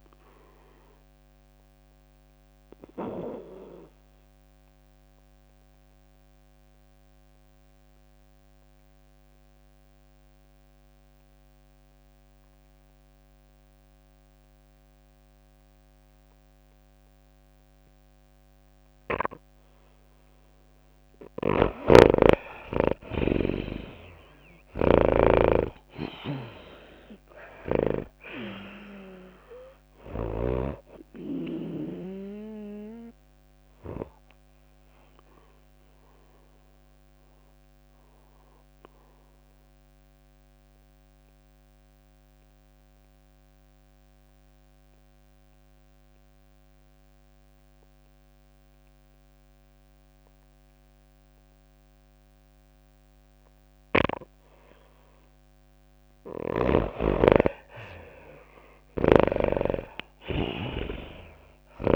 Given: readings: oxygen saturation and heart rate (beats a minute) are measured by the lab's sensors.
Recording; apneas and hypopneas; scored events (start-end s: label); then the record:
breathing in sleep by a microphone on the trachea; 2
0.00-3.50 s: tachycardia (device-marked, heart rate 104 extreme)
0.00-9.50 s: oxygen desaturation (device-marked, oxygen 86% lowest, heart rate 96 extreme)
1.50-19.50 s: obstructive apnea (oxygen 97% before, 82% lowest, heart rate 99 before, 96 extreme, up 4 after)
20.50-42.50 s: oxygen desaturation (device-marked, oxygen 98% before, 82% lowest, heart rate 99 before, 96 extreme)
21.50-28.50 s: snoring (device-marked)
23.50-28.00 s: arousal
25.50-39.50 s: tachycardia (device-marked, heart rate 100 before, 105 extreme)
27.50-42.50 s: drop in pulse transit time (device-marked, heart rate 98 before, 99 extreme)
34.50-55.50 s: obstructive apnea (oxygen 98% before, 82% lowest, heart rate 99 before, 96 extreme, up 5 after)
57.50-61.96 s: oxygen desaturation (device-marked, oxygen 98% before, 83% lowest, heart rate 98 before, 93 extreme)
58.00-61.96 s: arousal
59.00-61.96 s: snoring (device-marked)
59.50-61.96 s: tachycardia (device-marked, heart rate 100 before, 105 extreme)
From the record:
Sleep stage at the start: N2 (light sleep); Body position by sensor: on the right side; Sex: female